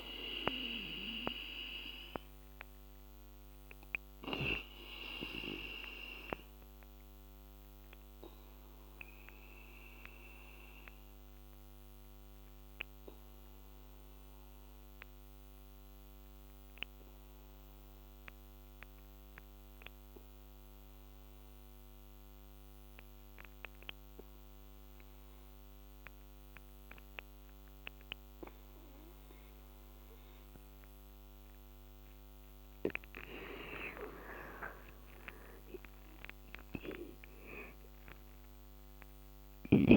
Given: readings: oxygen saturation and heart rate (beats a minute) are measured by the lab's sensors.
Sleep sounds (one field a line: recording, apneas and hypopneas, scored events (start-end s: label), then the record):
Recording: breathing in sleep by a microphone on the trachea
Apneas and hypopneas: 1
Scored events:
0.00-17.50 s: oxygen desaturation (device-marked, oxygen 77% lowest, heart rate 69 extreme)
1.50-31.50 s: obstructive apnea (oxygen 99% before, 76% lowest, heart rate 81 before, 69 extreme, up 27 after)
31.50-39.97 s: oxygen desaturation (device-marked, oxygen 99% before, 76% lowest, heart rate 74 before, 70 extreme)
33.00-37.00 s: arousal
34.00-36.00 s: long interval between heartbeats (device-marked, heart rate 74 before, 83 extreme)
From the record:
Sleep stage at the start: N2 (light sleep)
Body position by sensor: on the back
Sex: male